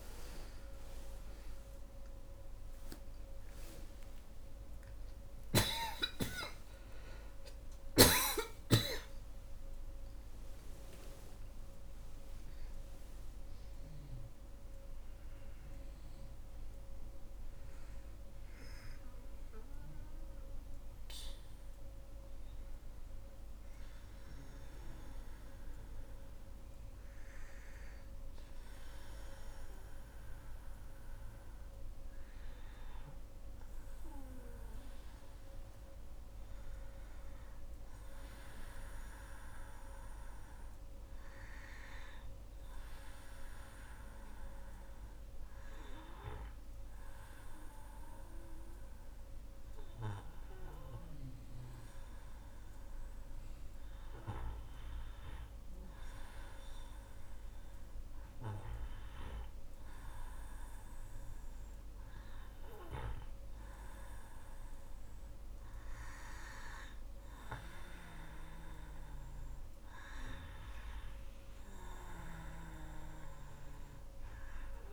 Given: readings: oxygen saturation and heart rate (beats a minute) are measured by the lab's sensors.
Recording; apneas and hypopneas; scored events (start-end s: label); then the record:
breathing in sleep by a room microphone; none
0.00-21.00 s: oxygen desaturation (device-marked, oxygen 86% lowest, heart rate 70 extreme)
0.50-7.00 s: arousal
3.00-5.00 s: long interval between heartbeats (device-marked, heart rate 70 before, 88 extreme)
5.50-7.50 s: long interval between heartbeats (device-marked, heart rate 72 before, 97 extreme)
60.00-74.93 s: oxygen desaturation (device-marked, oxygen 97% before, 94% lowest, heart rate 71 before, 70 extreme)
From the record:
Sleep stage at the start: N2 (light sleep); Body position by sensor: on the right side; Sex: female